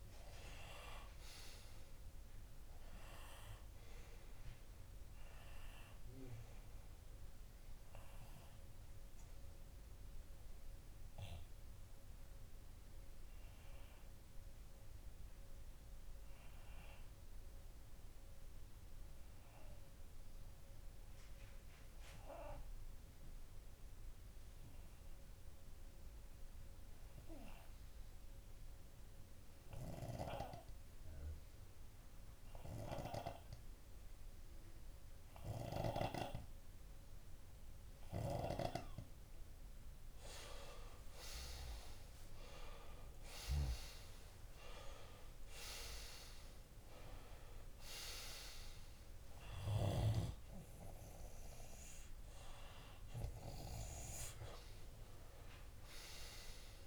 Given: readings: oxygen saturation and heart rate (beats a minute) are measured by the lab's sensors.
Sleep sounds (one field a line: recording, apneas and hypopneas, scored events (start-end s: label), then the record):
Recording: breathing in sleep by a room microphone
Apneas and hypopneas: 1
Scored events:
9.00-38.00 s: obstructive apnea (oxygen 98% before, 94% lowest)
40.50-45.00 s: arousal
42.00-56.87 s: oxygen desaturation (device-marked, oxygen 97% before, 94% lowest)
From the record:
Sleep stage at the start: N2 (light sleep)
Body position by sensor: on the left side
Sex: male